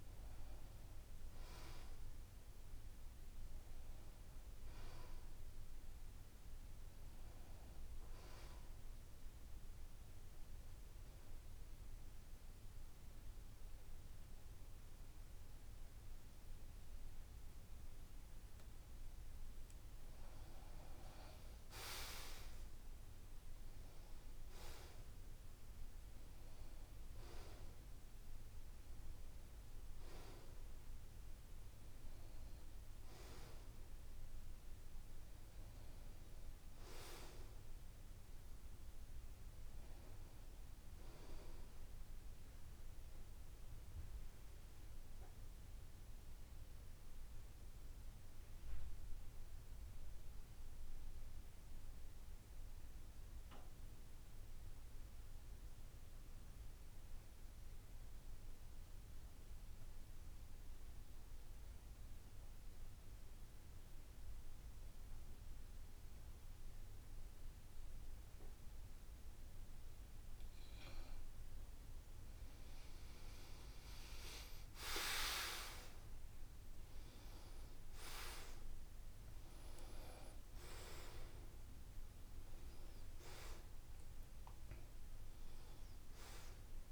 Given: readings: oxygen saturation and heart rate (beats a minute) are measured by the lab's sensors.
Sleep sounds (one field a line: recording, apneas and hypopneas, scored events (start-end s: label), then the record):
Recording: breathing in sleep by a room microphone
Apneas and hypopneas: 1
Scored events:
21.50-25.50 s: arousal
44.50-70.50 s: mixed apnea (oxygen 93% before, 83% lowest, heart rate 75 before, 70 extreme, up 7 after)
65.00-86.92 s: oxygen desaturation (device-marked, oxygen 93% before, 83% lowest, heart rate 71 before, 70 extreme)
73.00-77.50 s: arousal
From the record:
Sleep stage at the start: N2 (light sleep)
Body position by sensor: on the back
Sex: male